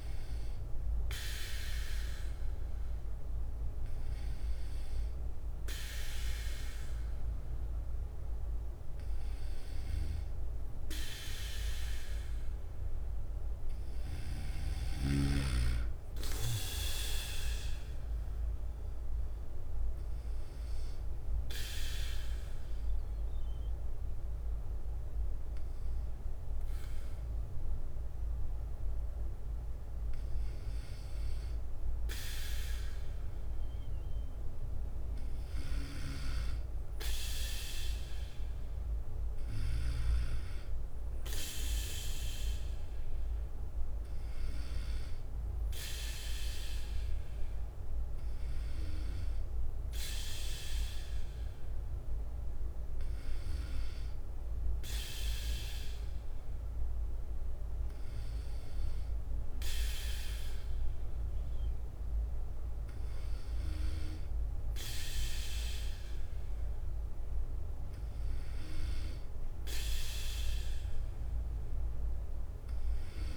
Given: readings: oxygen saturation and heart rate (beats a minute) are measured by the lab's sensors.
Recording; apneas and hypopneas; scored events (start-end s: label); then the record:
breathing in sleep by a room microphone; 1
0.00-13.50 s: bradycardia (device-marked, heart rate 56 extreme)
16.50-32.50 s: drop in pulse transit time (device-marked, heart rate 57 before, 52 extreme)
18.50-41.50 s: bradycardia (device-marked, heart rate 59 before, 52 extreme)
19.00-30.50 s: obstructive apnea (oxygen 94% before, 91% lowest, heart rate 58 before, 52 extreme, up 2 after)
39.50-43.50 s: arousal
42.50-50.50 s: bradycardia (device-marked, heart rate 59 before, 58 extreme)
48.50-58.50 s: oxygen desaturation (device-marked, oxygen 96% before, 93% lowest, heart rate 56 before, 57 extreme)
61.50-73.37 s: bradycardia (device-marked, heart rate 59 before, 57 extreme)
From the record:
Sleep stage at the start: N2 (light sleep); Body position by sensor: on the back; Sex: male